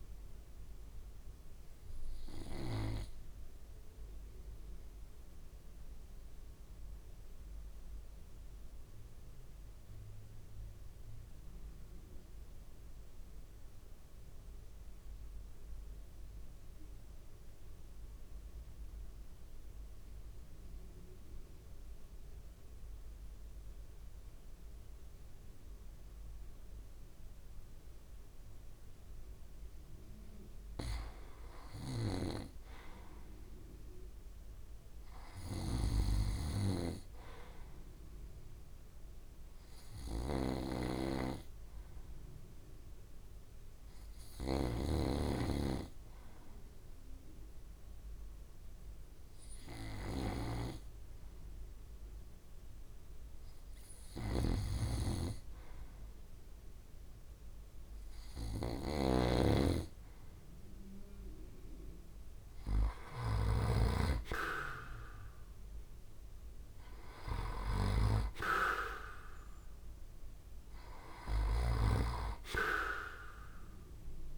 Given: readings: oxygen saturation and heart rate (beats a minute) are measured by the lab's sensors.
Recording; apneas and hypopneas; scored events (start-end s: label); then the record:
breathing in sleep by a room microphone; 2
0.00-2.50 s: snoring (device-marked)
0.00-5.00 s: oxygen desaturation (device-marked, oxygen 89% lowest, heart rate 65 extreme)
3.50-28.50 s: obstructive apnea (oxygen 97% before, 74% lowest, heart rate 66 before, 68 extreme, up 1 after)
28.00-64.00 s: oxygen desaturation (device-marked, oxygen 90% before, 74% lowest, heart rate 68 before, 69 extreme)
31.50-35.00 s: arousal
35.00-71.50 s: snoring (device-marked)
39.50-56.00 s: hypopnea (oxygen 90% before, 74% lowest, heart rate 69 before, 69 extreme, up 1 after)
61.50-66.50 s: arousal
From the record:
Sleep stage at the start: N2 (light sleep); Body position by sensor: on the back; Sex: male